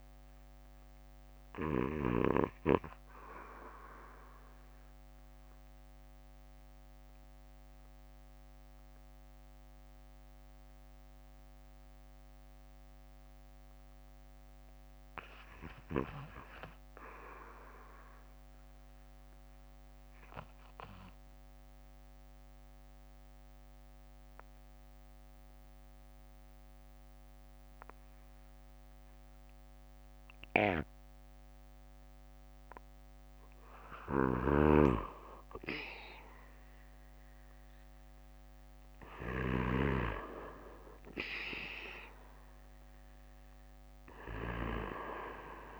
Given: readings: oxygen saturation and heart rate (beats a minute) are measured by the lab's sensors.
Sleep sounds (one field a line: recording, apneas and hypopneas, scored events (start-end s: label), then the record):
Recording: breathing in sleep by a microphone on the trachea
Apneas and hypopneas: 1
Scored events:
0.00-24.00 s: oxygen desaturation (device-marked, oxygen 91% lowest, heart rate 52 extreme)
19.50-33.00 s: obstructive apnea (oxygen 97% before, 89% lowest, heart rate 65 before, 52 extreme, up 4 after)
21.00-36.00 s: bradycardia (device-marked, heart rate 63 before, 56 extreme)
36.00-41.00 s: arousal
39.00-44.00 s: bradycardia (device-marked, heart rate 63 before, 52 extreme)
From the record:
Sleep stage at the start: REM sleep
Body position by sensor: on the back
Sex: male